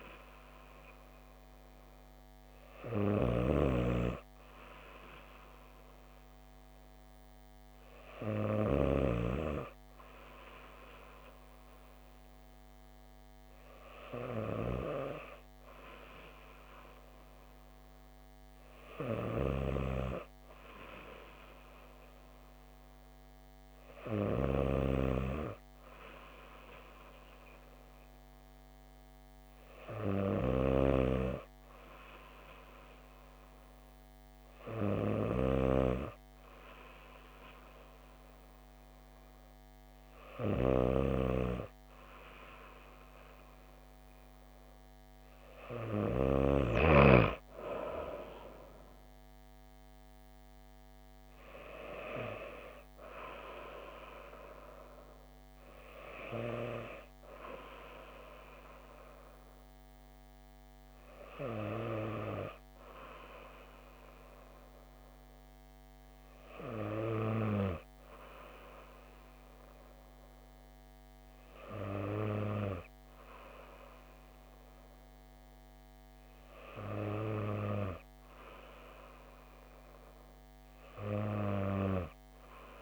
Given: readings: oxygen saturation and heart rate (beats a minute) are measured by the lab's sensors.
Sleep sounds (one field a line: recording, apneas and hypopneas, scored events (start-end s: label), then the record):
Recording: breathing in sleep by a microphone on the trachea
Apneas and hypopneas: none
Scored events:
none scored
From the record:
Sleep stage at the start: N2 (light sleep)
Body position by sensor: on the back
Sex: female